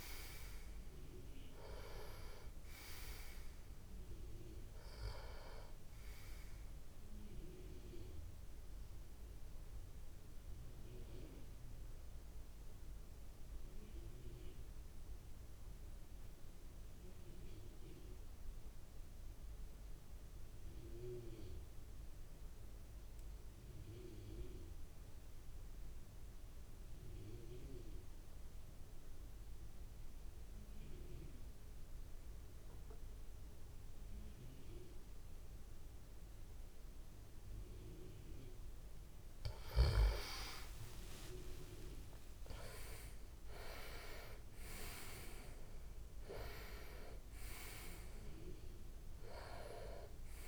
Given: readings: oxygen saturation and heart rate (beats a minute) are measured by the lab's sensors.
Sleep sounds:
breathing in sleep by a room microphone; 1
0.00-20.50 s: oxygen desaturation (device-marked, oxygen 91% lowest)
14.50-37.50 s: obstructive apnea (oxygen 97% before, 89% lowest)
35.50-50.48 s: oxygen desaturation (device-marked, oxygen 98% before, 89% lowest)
37.50-50.48 s: tachycardia (device-marked)
39.50-43.50 s: arousal
From the record:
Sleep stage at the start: N2 (light sleep); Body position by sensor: on the back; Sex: male

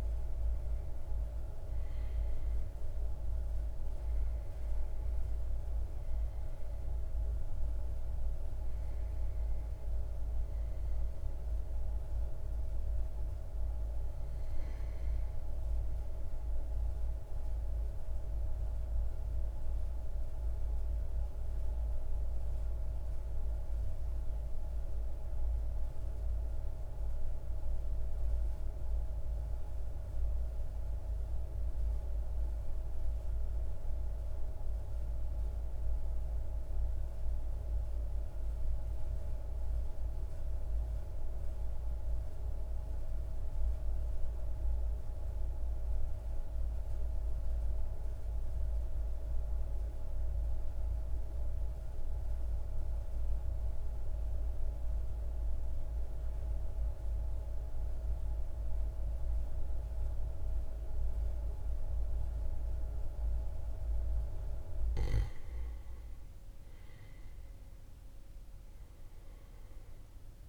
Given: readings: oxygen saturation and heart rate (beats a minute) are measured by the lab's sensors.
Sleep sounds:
breathing in sleep by a room microphone; 1
12.50-22.50 s: oxygen desaturation (device-marked, oxygen 95% before, 92% lowest, heart rate 43 before, 39 extreme)
19.00-63.50 s: mixed apnea (oxygen 97% before, 92% lowest, heart rate 42 before, 39 extreme, up 3 after)
56.50-57.50 s: oxygen desaturation (device-marked, oxygen 98% before, 97% lowest, heart rate 40 before, 41 extreme)
65.50-70.49 s: arousal
From the record:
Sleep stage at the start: N2 (light sleep); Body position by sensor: on the back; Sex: male

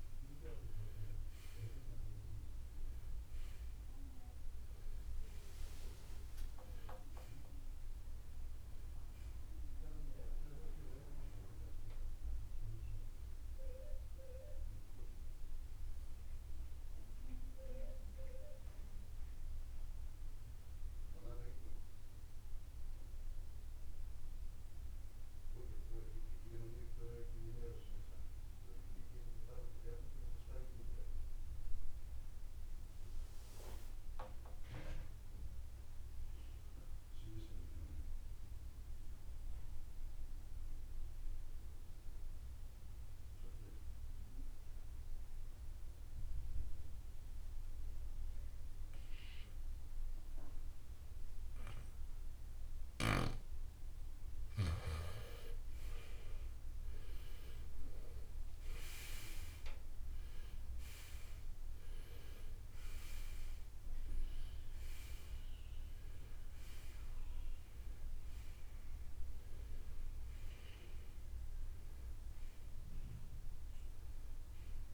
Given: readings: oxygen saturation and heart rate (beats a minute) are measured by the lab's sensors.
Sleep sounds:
breathing in sleep by a room microphone; 1
0.00-32.00 s: oxygen desaturation (device-marked, oxygen 78% lowest, heart rate 50 extreme)
4.50-9.00 s: arousal
17.50-54.00 s: mixed apnea (oxygen 94% before, 78% lowest, heart rate 78 before, 50 extreme, up 22 after)
27.00-74.94 s: new sleep stage, N2 (light sleep)
55.00-74.94 s: oxygen desaturation (device-marked, oxygen 96% before, 80% lowest, heart rate 62 before, 43 extreme)
55.50-60.50 s: arousal
From the record:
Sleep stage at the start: N1 (lightest sleep); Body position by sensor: on the right side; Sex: male

